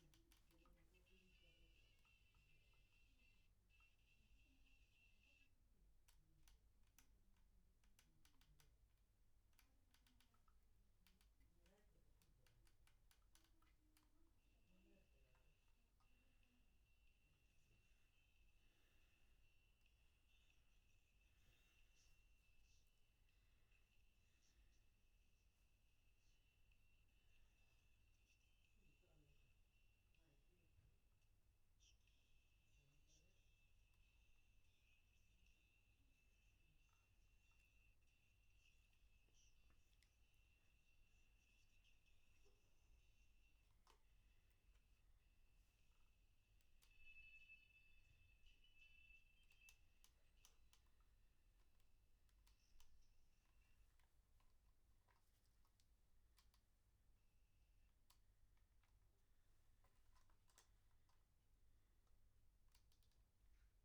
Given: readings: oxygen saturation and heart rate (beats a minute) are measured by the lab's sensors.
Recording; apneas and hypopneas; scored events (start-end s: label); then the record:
breathing in sleep, hard to hear, by a room microphone; 1
2.00-14.00 s: hypopnea (oxygen 95% before, 93% lowest, heart rate 126 before, 123 extreme, up 2 after)
From the record:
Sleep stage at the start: N1 (lightest sleep); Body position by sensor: on the back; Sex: male